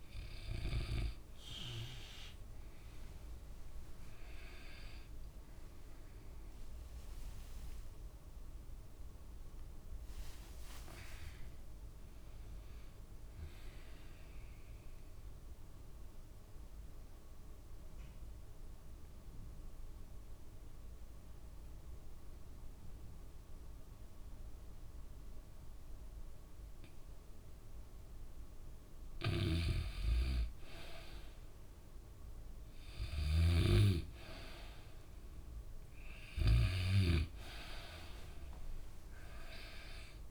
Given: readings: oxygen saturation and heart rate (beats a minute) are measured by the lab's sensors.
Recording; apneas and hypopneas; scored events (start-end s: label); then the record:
breathing in sleep by a room microphone; 1
8.50-13.00 s: arousal
15.50-29.00 s: obstructive apnea (oxygen 98% before, 91% lowest, heart rate 69 before, 60 extreme, up 11 after)
29.50-37.00 s: snoring (device-marked)
31.00-34.50 s: arousal
34.00-40.31 s: oxygen desaturation (device-marked, oxygen 98% before, 93% lowest, heart rate 64 before, 63 extreme)
From the record:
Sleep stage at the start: N2 (light sleep); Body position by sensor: on the back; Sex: male